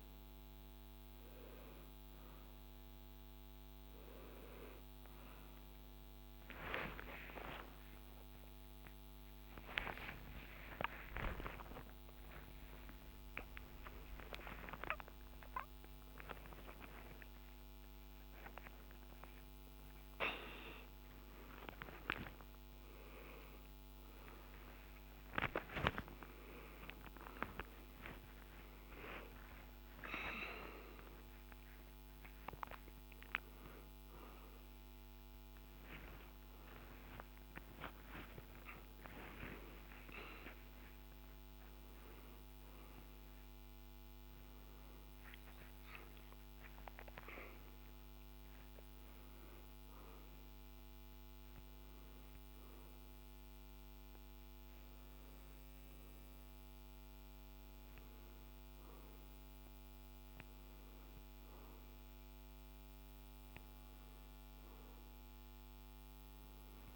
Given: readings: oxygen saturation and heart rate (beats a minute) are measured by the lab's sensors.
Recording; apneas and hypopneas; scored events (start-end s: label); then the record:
a person awake in a sleep study, by a microphone on the trachea; none
11.00-28.00 s: tachycardia (device-marked)
36.00-38.00 s: tachycardia (device-marked)
63.00-66.96 s: oxygen desaturation (device-marked, oxygen 97% before, 94% lowest, heart rate 77 before, 70 extreme)
65.00-66.96 s: new sleep stage, N1 (lightest sleep)
From the record:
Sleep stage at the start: awake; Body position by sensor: on the back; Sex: male